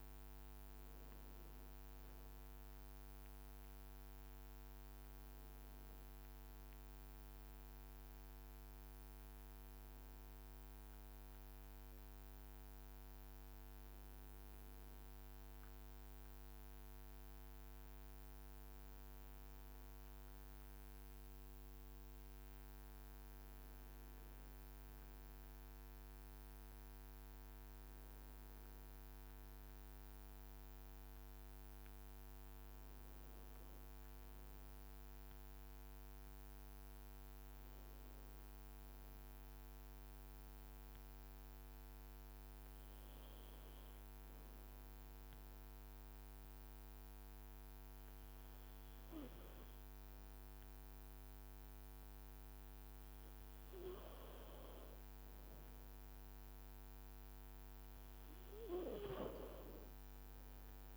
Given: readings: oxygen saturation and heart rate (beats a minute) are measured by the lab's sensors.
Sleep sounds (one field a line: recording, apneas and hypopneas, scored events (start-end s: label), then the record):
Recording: breathing in sleep, hard to hear, by a microphone on the trachea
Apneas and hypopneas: 1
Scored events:
1.00-31.00 s: new sleep stage, N1 (lightest sleep)
29.00-33.50 s: arousal
31.00-60.96 s: new sleep stage, N2 (light sleep)
35.50-51.50 s: hypopnea (oxygen 96% before, 91% lowest, heart rate 55 before, 54 extreme, up 1 after)
55.50-59.00 s: arousal
57.00-60.96 s: oxygen desaturation (device-marked, oxygen 94% before, 91% lowest, heart rate 55 before, 53 extreme)
From the record:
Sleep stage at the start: N2 (light sleep)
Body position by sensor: on the back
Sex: male